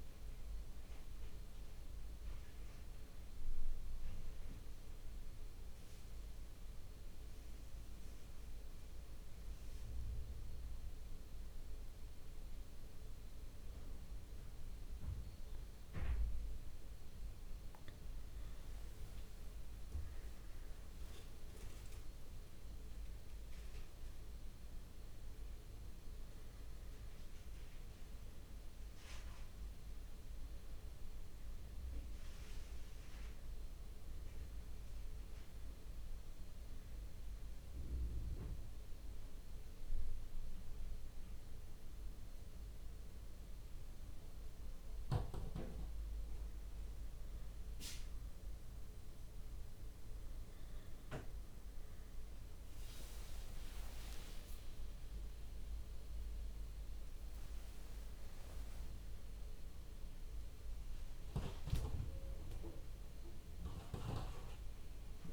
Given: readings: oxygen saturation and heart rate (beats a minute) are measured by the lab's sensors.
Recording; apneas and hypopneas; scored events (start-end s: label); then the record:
breathing in sleep by a room microphone; 2
4.50-17.50 s: central apnea (oxygen 99% before, 96% lowest)
11.00-13.00 s: long interval between heartbeats (device-marked)
20.00-23.50 s: arousal
26.00-28.00 s: long interval between heartbeats (device-marked)
29.50-31.50 s: drop in pulse transit time (device-marked)
33.00-35.00 s: long interval between heartbeats (device-marked)
36.00-47.00 s: mixed apnea (oxygen 99% before, 96% lowest)
52.00-56.50 s: arousal
53.00-55.00 s: long interval between heartbeats (device-marked)
From the record:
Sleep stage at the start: N2 (light sleep); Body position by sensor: on the back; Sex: male